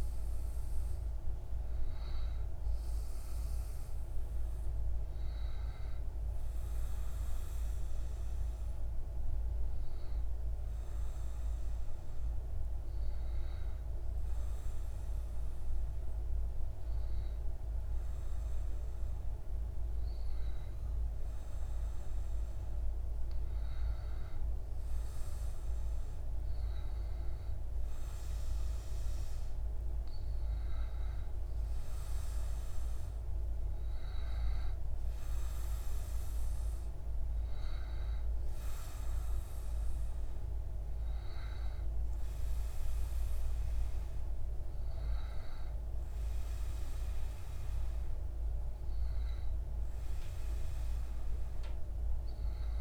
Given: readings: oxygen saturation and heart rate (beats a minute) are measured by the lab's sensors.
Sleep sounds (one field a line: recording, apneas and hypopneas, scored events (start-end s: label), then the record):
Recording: breathing in sleep, hard to hear, by a room microphone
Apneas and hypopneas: 1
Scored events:
7.50-22.50 s: hypopnea (oxygen 95% before, 94% lowest)
25.00-29.50 s: arousal
From the record:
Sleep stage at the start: N2 (light sleep)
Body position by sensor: on the back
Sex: male